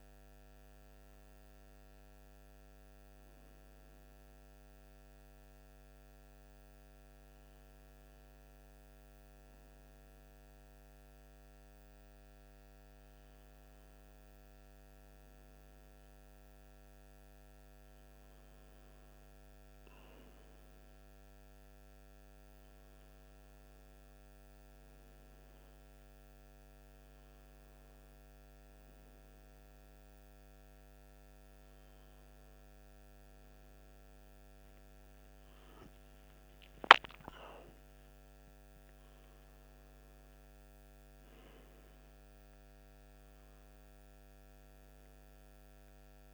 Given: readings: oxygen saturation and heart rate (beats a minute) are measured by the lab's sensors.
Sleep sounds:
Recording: a person awake in a sleep study, hard to hear, by a microphone on the trachea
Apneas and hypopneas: none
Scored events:
none scored
From the record:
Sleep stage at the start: awake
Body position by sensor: on the right side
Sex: male

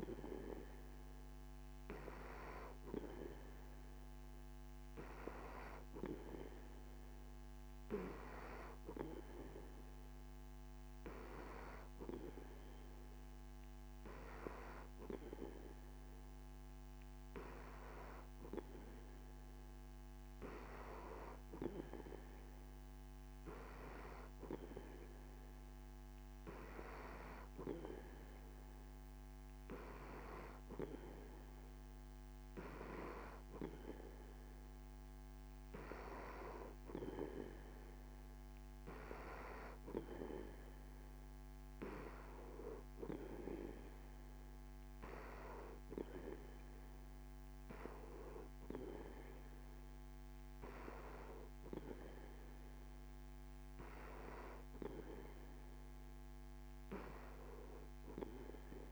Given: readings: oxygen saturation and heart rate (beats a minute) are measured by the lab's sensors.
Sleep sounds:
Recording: breathing in sleep by a microphone on the trachea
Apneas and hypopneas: none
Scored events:
none scored
From the record:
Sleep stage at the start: N3 (deep sleep)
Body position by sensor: on the back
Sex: male

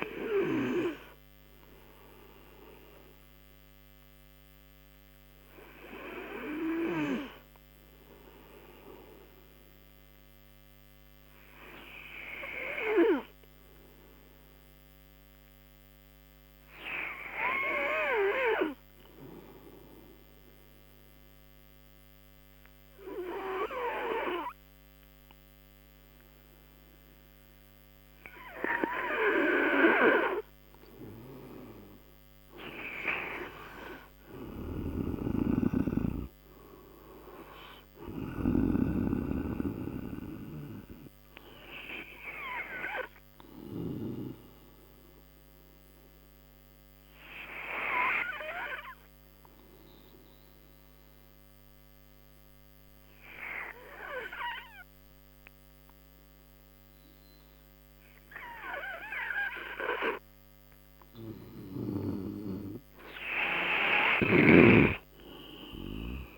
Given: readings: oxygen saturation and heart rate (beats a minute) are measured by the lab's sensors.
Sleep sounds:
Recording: breathing in sleep by a microphone on the trachea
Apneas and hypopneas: 2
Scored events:
0.00-1.50 s: oxygen desaturation (device-marked, oxygen 91% lowest)
12.00-31.00 s: obstructive apnea (oxygen 95% before, 91% lowest)
35.00-38.50 s: arousal
36.50-55.50 s: oxygen desaturation (device-marked, oxygen 95% before, 92% lowest)
44.00-61.50 s: obstructive apnea (oxygen 97% before, 91% lowest)
From the record:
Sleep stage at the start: N2 (light sleep)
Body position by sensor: on the right side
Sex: male

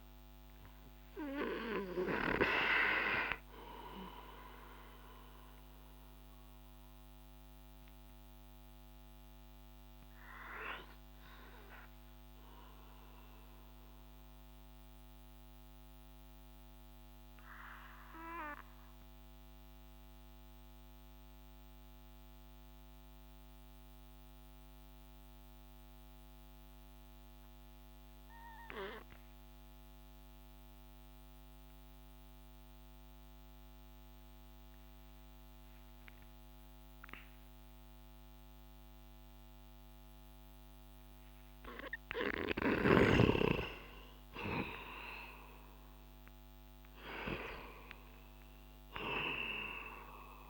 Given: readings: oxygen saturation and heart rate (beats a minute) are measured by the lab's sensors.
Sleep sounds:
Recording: breathing in sleep by a microphone on the trachea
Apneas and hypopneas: 1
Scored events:
3.00-14.00 s: oxygen desaturation (device-marked, oxygen 94% before, 91% lowest)
7.00-43.50 s: mixed apnea (oxygen 96% before, 91% lowest)
45.00-49.00 s: arousal
From the record:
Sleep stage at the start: N2 (light sleep)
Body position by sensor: on the back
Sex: male

